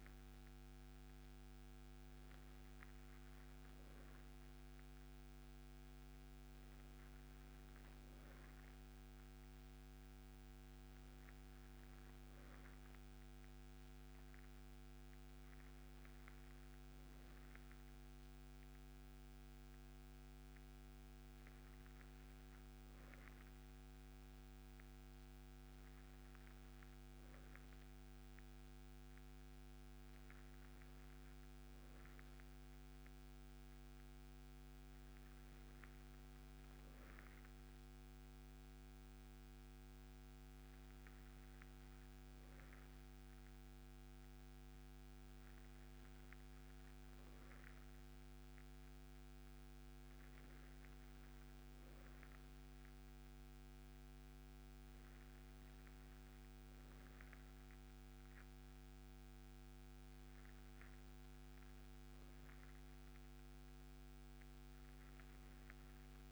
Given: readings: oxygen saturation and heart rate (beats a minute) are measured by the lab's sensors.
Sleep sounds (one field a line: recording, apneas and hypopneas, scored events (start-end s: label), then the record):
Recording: breathing in sleep, hard to hear, by a microphone on the trachea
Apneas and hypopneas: none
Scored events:
none scored
From the record:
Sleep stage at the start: N2 (light sleep)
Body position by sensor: on the right side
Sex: male